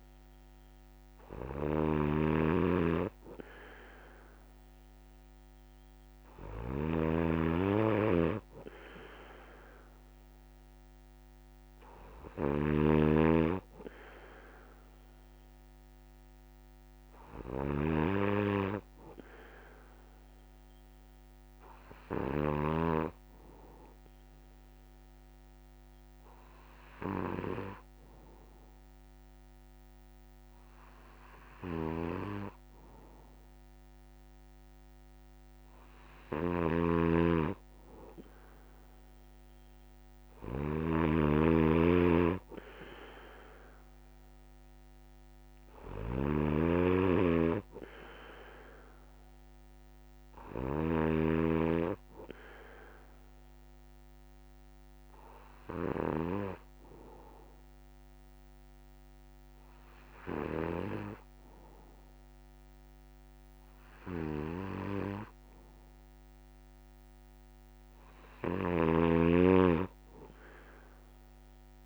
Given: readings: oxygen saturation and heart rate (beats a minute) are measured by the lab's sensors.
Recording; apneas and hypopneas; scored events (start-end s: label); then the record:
breathing in sleep by a microphone on the trachea; none
0.00-22.50 s: snoring (device-marked)
31.50-50.50 s: snoring (device-marked)
68.50-71.86 s: snoring (device-marked)
71.50-71.86 s: new sleep stage, N3 (deep sleep)
From the record:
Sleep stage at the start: N2 (light sleep); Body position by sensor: on the back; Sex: male